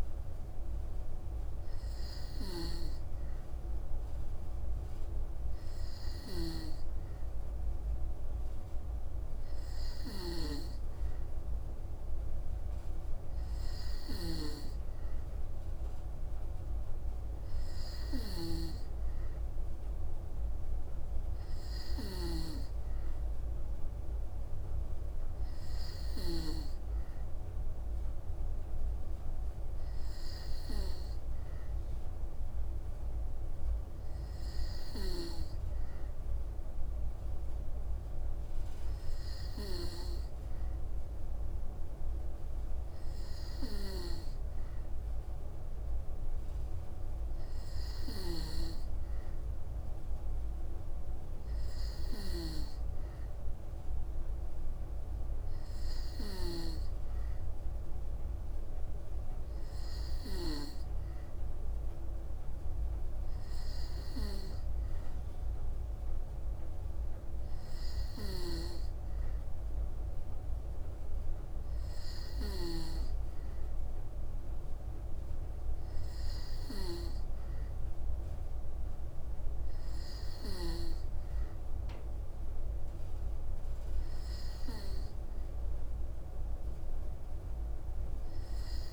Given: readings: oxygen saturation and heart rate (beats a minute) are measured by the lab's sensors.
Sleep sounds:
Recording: breathing in sleep by a room microphone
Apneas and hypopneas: none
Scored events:
0.00-2.50 s: snoring (device-marked)
From the record:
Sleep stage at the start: N2 (light sleep)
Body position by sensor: on the back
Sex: female

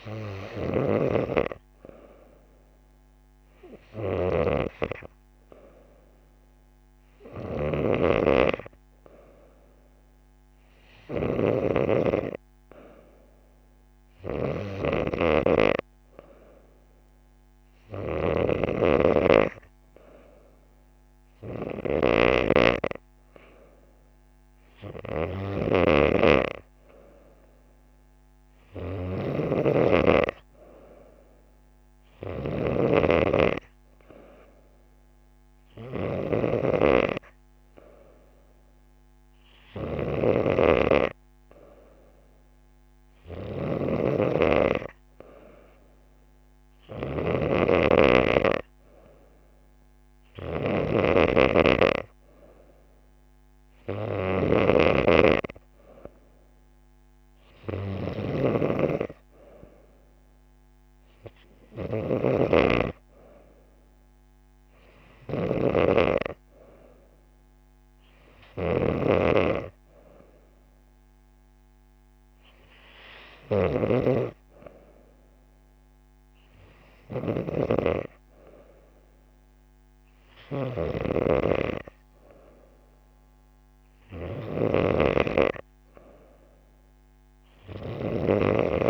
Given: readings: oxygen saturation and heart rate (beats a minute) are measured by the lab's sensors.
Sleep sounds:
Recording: breathing in sleep by a microphone on the trachea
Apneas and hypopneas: none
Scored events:
none scored
From the record:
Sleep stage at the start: N2 (light sleep)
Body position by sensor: on the back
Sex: female

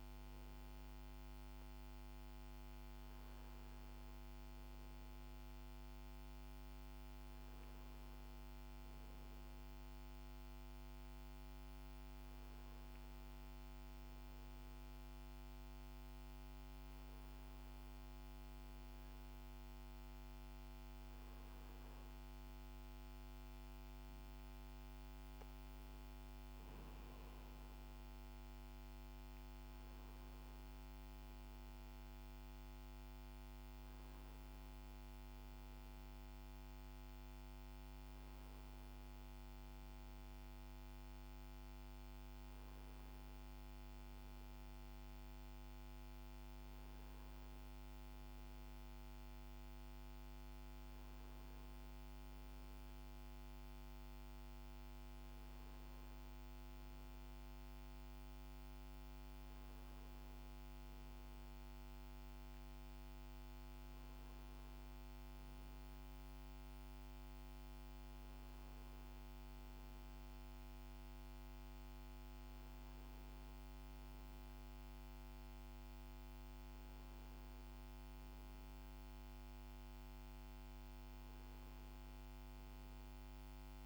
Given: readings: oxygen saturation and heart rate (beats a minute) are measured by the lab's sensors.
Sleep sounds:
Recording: breathing in sleep, hard to hear, by a microphone on the trachea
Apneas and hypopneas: none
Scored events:
none scored
From the record:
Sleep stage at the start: N1 (lightest sleep)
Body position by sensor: on the back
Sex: male

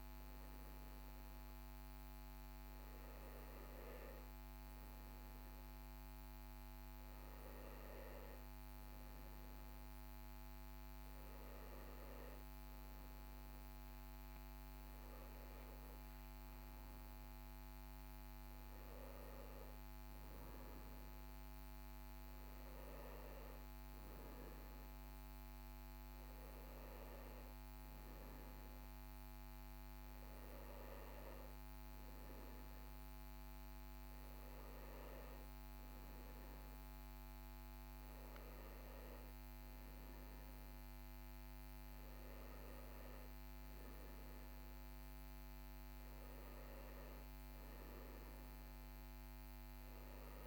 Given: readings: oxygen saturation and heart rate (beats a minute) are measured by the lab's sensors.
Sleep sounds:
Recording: breathing in sleep, hard to hear, by a microphone on the trachea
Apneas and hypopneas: none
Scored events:
17.00-21.50 s: arousal
From the record:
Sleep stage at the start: N1 (lightest sleep)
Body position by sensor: on the right side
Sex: male

